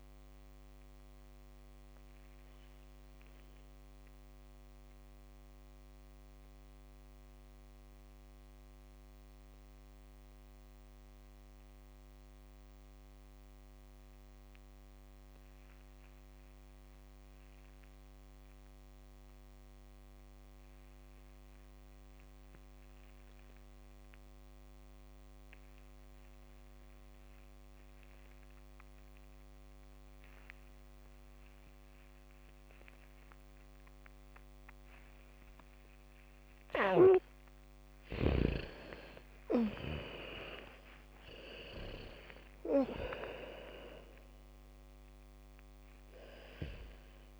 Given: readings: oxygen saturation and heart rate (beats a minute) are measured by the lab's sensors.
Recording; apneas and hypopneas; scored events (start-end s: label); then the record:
breathing in sleep by a microphone on the trachea; 1
0.00-19.00 s: oxygen desaturation (device-marked, oxygen 75% lowest, heart rate 55 extreme)
1.00-35.50 s: mixed apnea (oxygen 100% before, 70% lowest, heart rate 64 before, 49 extreme, up 8 after)
24.00-47.39 s: oxygen desaturation (device-marked, oxygen 99% before, 70% lowest, heart rate 75 before, 47 extreme)
27.00-35.00 s: bradycardia (device-marked, heart rate 70 before, 56 extreme)
38.00-41.50 s: arousal
40.00-43.00 s: bradycardia (device-marked, heart rate 70 before, 58 extreme)
From the record:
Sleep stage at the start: N2 (light sleep); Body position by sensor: on the back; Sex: female